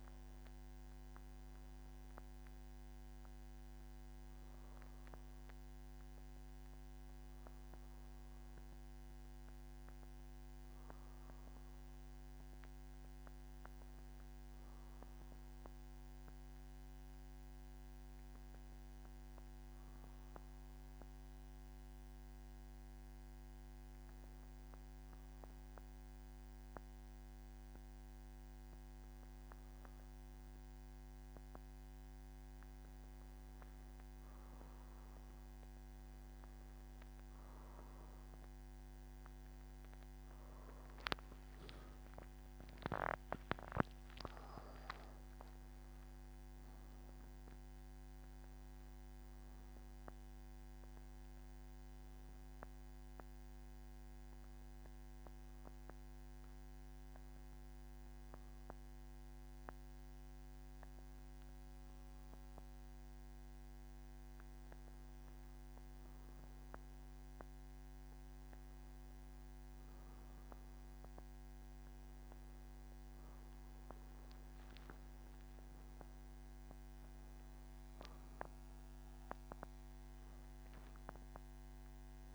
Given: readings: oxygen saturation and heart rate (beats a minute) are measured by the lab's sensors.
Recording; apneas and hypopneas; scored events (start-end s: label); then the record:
breathing in sleep, hard to hear, by a microphone on the trachea; 2
4.50-21.50 s: oxygen desaturation (device-marked, oxygen 95% before, 91% lowest, heart rate 125 before, 123 extreme)
9.00-33.50 s: obstructive apnea (oxygen 95% before, 91% lowest, heart rate 124 before, 123 extreme, up 1 after)
46.50-59.50 s: oxygen desaturation (device-marked, oxygen 95% before, 91% lowest, heart rate 128 before, 123 extreme)
52.50-66.50 s: hypopnea (oxygen 95% before, 91% lowest, heart rate 130 before, 118 extreme, up 2 after)
From the record:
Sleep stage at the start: N3 (deep sleep); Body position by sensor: on the back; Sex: male